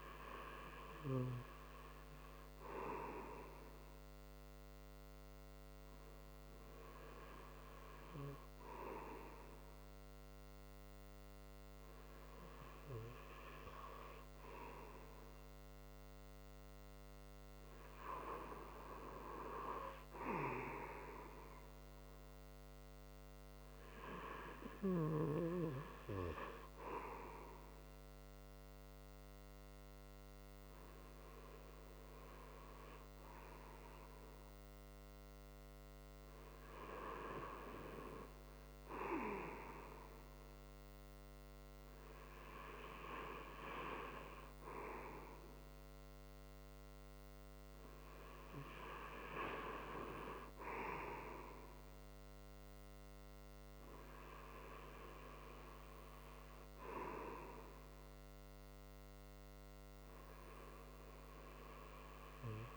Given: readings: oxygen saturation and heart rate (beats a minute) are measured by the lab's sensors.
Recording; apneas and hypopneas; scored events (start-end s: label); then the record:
breathing in sleep by a microphone on the trachea; none
none scored
From the record:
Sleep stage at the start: REM sleep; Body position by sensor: on the right side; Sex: male